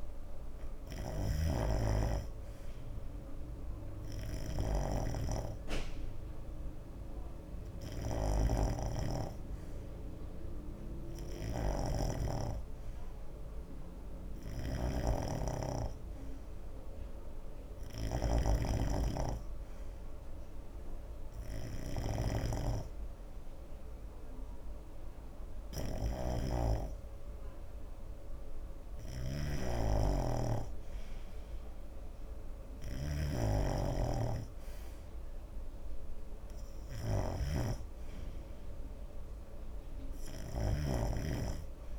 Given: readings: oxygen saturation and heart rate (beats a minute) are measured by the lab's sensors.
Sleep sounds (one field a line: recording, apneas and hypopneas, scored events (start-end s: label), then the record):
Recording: breathing in sleep by a room microphone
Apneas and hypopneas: none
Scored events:
0.00-41.99 s: snoring (device-marked)
From the record:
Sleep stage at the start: N2 (light sleep)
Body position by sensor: on the right side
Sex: male